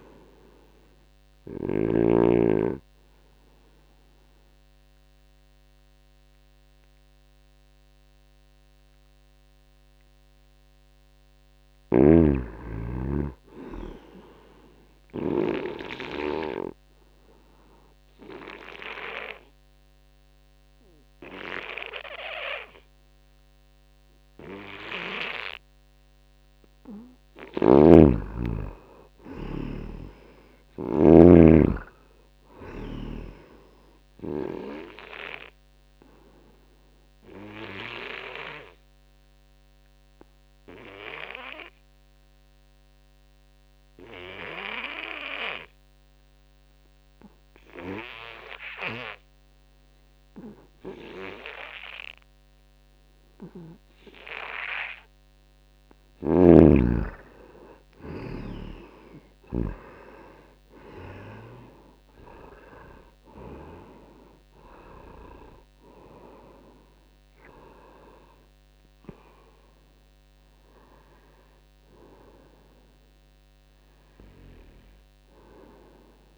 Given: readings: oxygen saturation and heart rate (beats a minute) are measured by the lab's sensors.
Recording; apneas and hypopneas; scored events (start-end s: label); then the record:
breathing in sleep by a microphone on the trachea; 2
0.00-2.00 s: snoring (device-marked)
0.00-6.00 s: oxygen desaturation (device-marked, oxygen 94% lowest, heart rate 78 extreme)
15.00-26.00 s: oxygen desaturation (device-marked, oxygen 95% before, 87% lowest, heart rate 87 before, 78 extreme)
15.50-27.50 s: obstructive apnea (oxygen 98% before, 83% lowest, heart rate 87 before, 78 extreme, up 5 after)
22.00-76.38 s: new sleep stage, N2 (light sleep)
27.50-31.00 s: snoring (device-marked)
29.00-32.50 s: arousal
32.00-45.00 s: oxygen desaturation (device-marked, oxygen 93% before, 85% lowest, heart rate 80 before, 78 extreme)
36.50-54.50 s: obstructive apnea (oxygen 95% before, 83% lowest, heart rate 80 before, 78 extreme, up 3 after)
56.00-59.50 s: snoring (device-marked)
56.00-60.50 s: arousal
57.00-75.00 s: oxygen desaturation (device-marked, oxygen 96% before, 83% lowest, heart rate 80 before, 82 extreme)
From the record:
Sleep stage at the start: N1 (lightest sleep); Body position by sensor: on the front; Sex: male